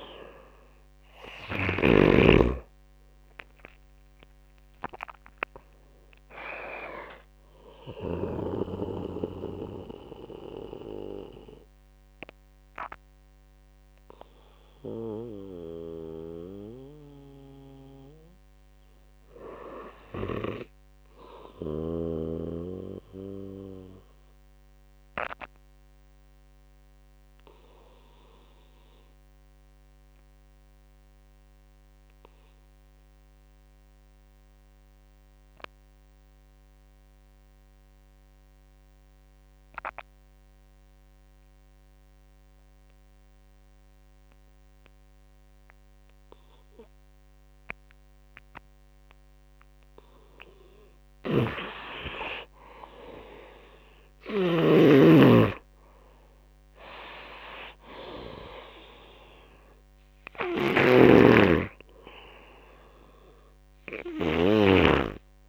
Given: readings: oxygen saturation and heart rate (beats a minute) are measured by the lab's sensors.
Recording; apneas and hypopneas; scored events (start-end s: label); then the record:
breathing in sleep by a microphone on the trachea; 1
0.00-7.50 s: snoring (device-marked)
0.00-12.00 s: oxygen desaturation (device-marked, oxygen 85% lowest)
2.00-6.00 s: arousal
22.50-48.50 s: obstructive apnea (oxygen 99% before, 84% lowest)
42.00-65.49 s: oxygen desaturation (device-marked, oxygen 96% before, 87% lowest)
50.00-65.49 s: snoring (device-marked)
51.50-55.00 s: arousal
From the record:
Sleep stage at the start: N2 (light sleep); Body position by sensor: on the right side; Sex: male